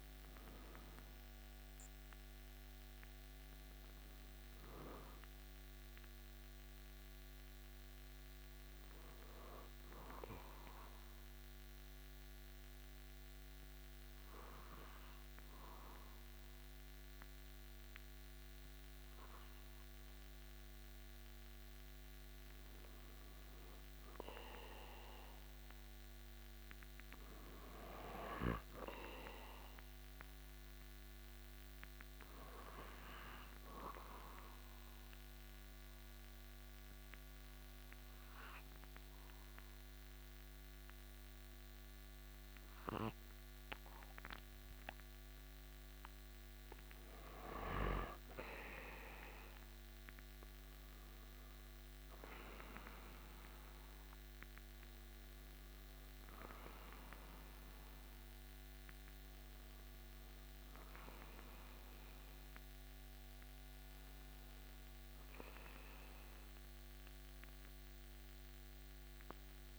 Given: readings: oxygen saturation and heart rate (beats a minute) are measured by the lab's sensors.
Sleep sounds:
breathing in sleep by a microphone on the trachea; 2
9.50-22.00 s: obstructive apnea (oxygen 97% before, 95% lowest)
25.00-28.00 s: arousal
34.00-45.50 s: obstructive apnea (oxygen 98% before, 95% lowest)
48.00-52.00 s: arousal
From the record:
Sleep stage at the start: N2 (light sleep); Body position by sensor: on the back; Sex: male

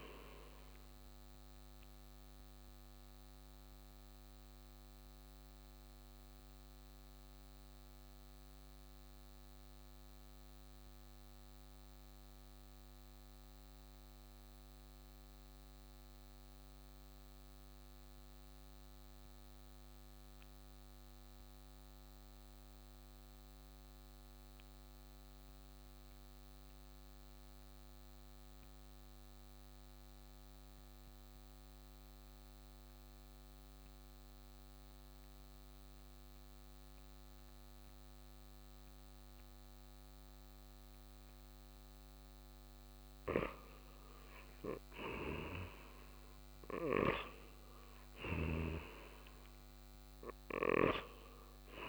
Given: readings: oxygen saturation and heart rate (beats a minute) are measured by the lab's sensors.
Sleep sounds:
breathing in sleep by a microphone on the trachea; 1
0.00-14.00 s: oxygen desaturation (device-marked, oxygen 84% lowest, heart rate 52 extreme)
2.00-43.50 s: mixed apnea (oxygen 95% before, 84% lowest, heart rate 64 before, 52 extreme, up 6 after)
33.00-51.89 s: oxygen desaturation (device-marked, oxygen 97% before, 87% lowest, heart rate 57 before, 58 extreme)
45.00-48.00 s: arousal
From the record:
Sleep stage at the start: N2 (light sleep); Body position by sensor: on the right side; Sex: male

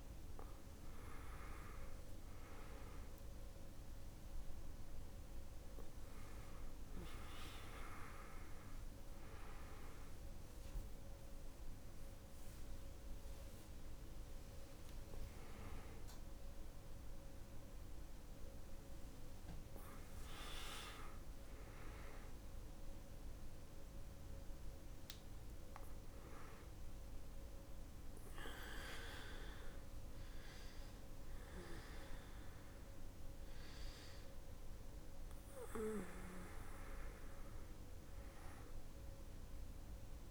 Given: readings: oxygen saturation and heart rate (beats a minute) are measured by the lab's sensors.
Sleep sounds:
a person partly awake in a sleep study, by a room microphone; none
4.50-40.31 s: new sleep stage, N1 (lightest sleep)
From the record:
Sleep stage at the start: awake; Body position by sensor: on the back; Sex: female

